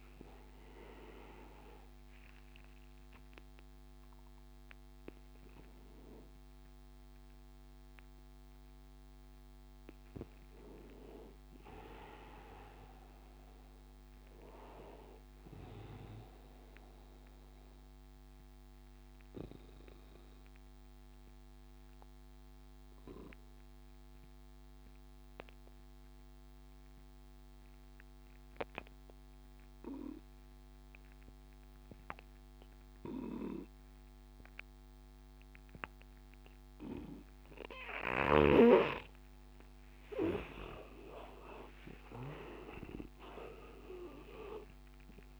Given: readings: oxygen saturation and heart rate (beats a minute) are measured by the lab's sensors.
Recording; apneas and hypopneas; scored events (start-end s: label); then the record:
breathing in sleep by a microphone on the trachea; 1
0.00-16.50 s: oxygen desaturation (device-marked, oxygen 83% lowest, heart rate 83 extreme)
17.50-39.50 s: obstructive apnea (oxygen 98% before, 84% lowest, heart rate 90 before, 83 extreme, up 3 after)
34.50-45.39 s: oxygen desaturation (device-marked, oxygen 98% before, 84% lowest, heart rate 86 before, 82 extreme)
41.00-44.50 s: arousal
From the record:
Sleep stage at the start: N2 (light sleep); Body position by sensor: on the back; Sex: male